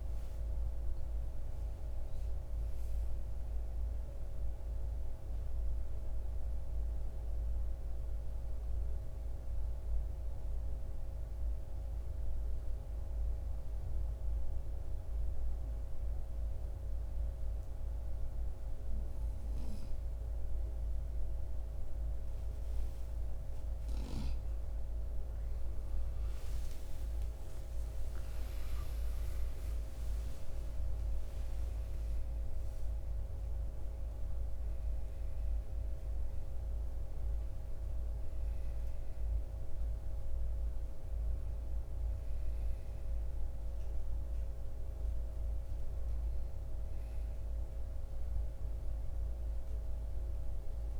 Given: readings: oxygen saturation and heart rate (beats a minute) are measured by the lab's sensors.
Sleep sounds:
breathing in sleep, hard to hear, by a room microphone; 1
4.50-23.00 s: mixed apnea (oxygen 95% before, 91% lowest, heart rate 56 before, 50 extreme, up 29 after)
26.00-30.50 s: arousal
38.00-50.99 s: oxygen desaturation (device-marked, oxygen 96% before, 91% lowest, heart rate 64 before, 52 extreme)
From the record:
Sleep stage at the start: N2 (light sleep); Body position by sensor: on the right side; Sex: male

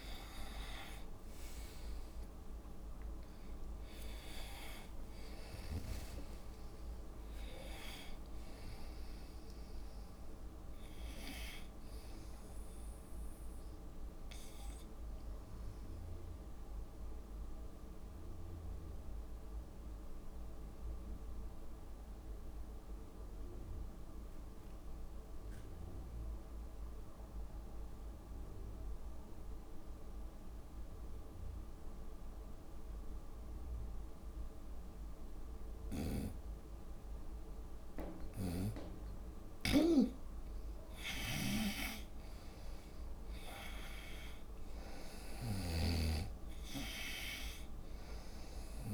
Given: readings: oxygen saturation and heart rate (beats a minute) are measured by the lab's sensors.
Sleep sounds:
breathing in sleep by a room microphone; 1
0.00-22.00 s: oxygen desaturation (device-marked, oxygen 91% lowest, heart rate 66 extreme)
1.50-6.50 s: arousal
15.00-38.00 s: obstructive apnea (oxygen 99% before, 88% lowest, heart rate 81 before, 66 extreme, up 5 after)
37.00-48.94 s: oxygen desaturation (device-marked, oxygen 98% before, 88% lowest, heart rate 69 before, 66 extreme)
41.00-45.00 s: arousal
45.50-48.94 s: snoring (device-marked)
From the record:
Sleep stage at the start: N2 (light sleep); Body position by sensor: on the right side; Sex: female

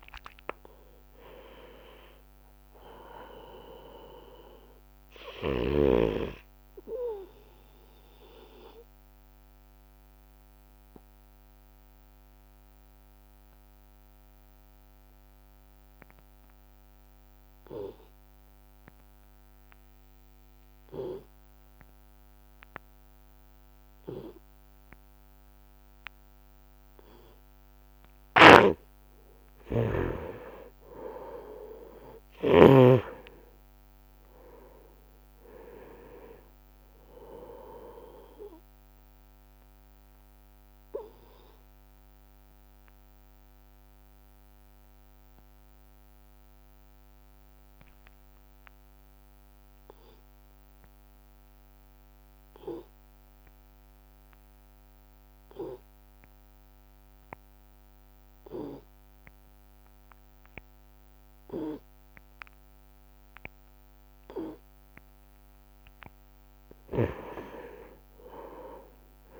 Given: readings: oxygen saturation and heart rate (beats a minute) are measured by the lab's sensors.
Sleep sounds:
breathing in sleep by a microphone on the trachea; 2
0.00-2.00 s: arousal
0.00-21.50 s: oxygen desaturation (device-marked, oxygen 89% lowest)
9.00-28.50 s: obstructive apnea (oxygen 99% before, 89% lowest)
28.50-33.00 s: snoring (device-marked)
30.00-34.50 s: arousal
36.50-56.50 s: oxygen desaturation (device-marked, oxygen 98% before, 89% lowest)
40.50-65.00 s: obstructive apnea (oxygen 99% before, 89% lowest)
68.00-69.40 s: arousal
From the record:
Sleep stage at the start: N2 (light sleep); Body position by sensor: on the right side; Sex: male

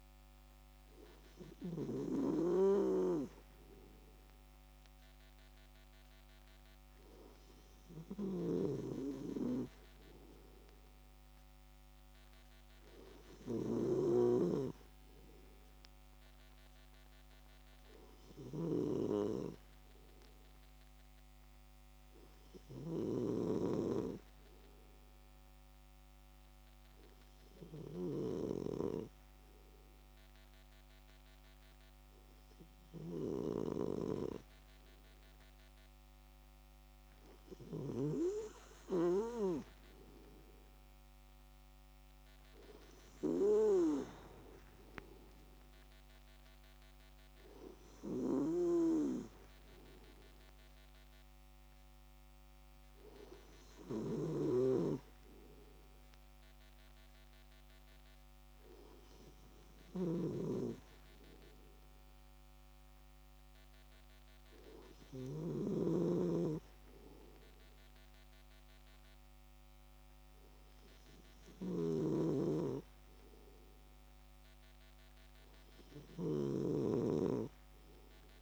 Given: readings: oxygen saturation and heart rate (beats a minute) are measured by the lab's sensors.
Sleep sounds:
breathing in sleep by a microphone on the trachea; 1
0.00-2.00 s: snoring (device-marked)
8.00-14.50 s: snoring (device-marked)
14.50-38.00 s: hypopnea (oxygen 96% before, 95% lowest)
44.50-49.00 s: arousal
54.00-65.50 s: snoring (device-marked)
71.50-78.42 s: snoring (device-marked)
From the record:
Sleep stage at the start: N2 (light sleep); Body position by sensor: on the left side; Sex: male

